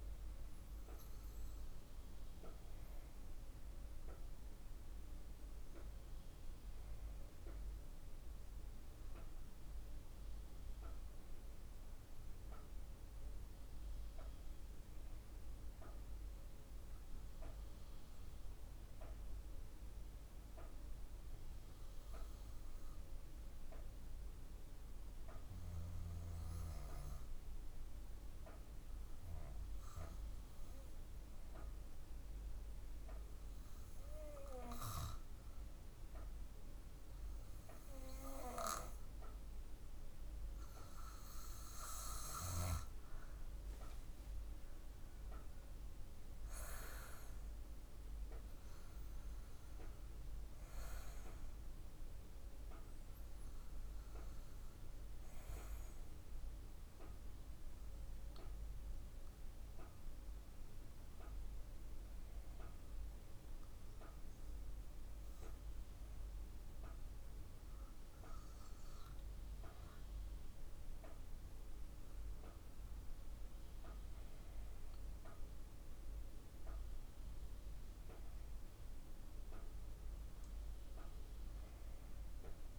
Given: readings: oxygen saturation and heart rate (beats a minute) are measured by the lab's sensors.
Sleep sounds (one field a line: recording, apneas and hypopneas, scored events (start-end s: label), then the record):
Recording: breathing in sleep by a room microphone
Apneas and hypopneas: 1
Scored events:
14.00-37.50 s: hypopnea (oxygen 98% before, 95% lowest, heart rate 54 before, 51 extreme, up 5 after)
39.50-44.00 s: arousal
From the record:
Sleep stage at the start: REM sleep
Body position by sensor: on the back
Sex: female